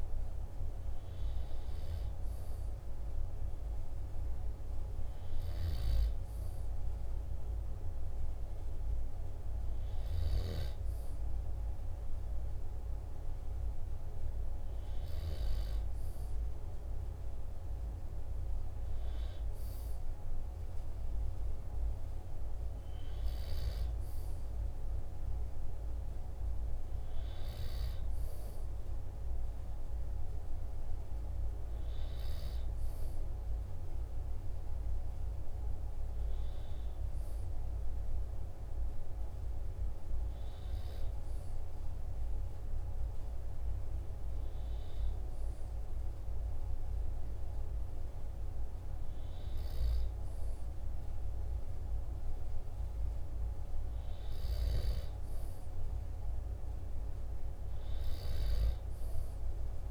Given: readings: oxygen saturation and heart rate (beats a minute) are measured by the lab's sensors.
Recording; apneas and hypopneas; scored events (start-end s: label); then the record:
breathing in sleep, hard to hear, by a room microphone; none
none scored
From the record:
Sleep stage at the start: N2 (light sleep); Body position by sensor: on the back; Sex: male